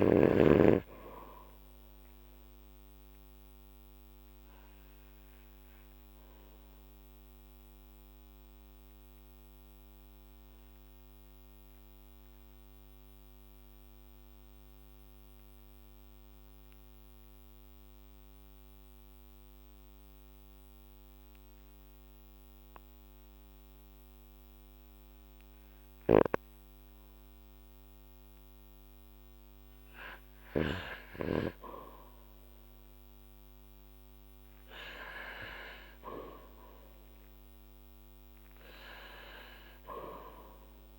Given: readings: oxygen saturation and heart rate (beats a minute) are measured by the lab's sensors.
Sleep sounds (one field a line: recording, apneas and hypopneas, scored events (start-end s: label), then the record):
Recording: breathing in sleep by a microphone on the trachea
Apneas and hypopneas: 1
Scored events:
2.50-28.50 s: obstructive apnea (oxygen 99% before, 95% lowest, heart rate 52 before, 47 extreme, up 8 after)
25.50-30.50 s: snoring (device-marked)
30.00-40.99 s: oxygen desaturation (device-marked, oxygen 99% before, 96% lowest, heart rate 50 before, 47 extreme)
32.00-36.50 s: arousal
From the record:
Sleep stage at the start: N2 (light sleep)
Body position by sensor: on the back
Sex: male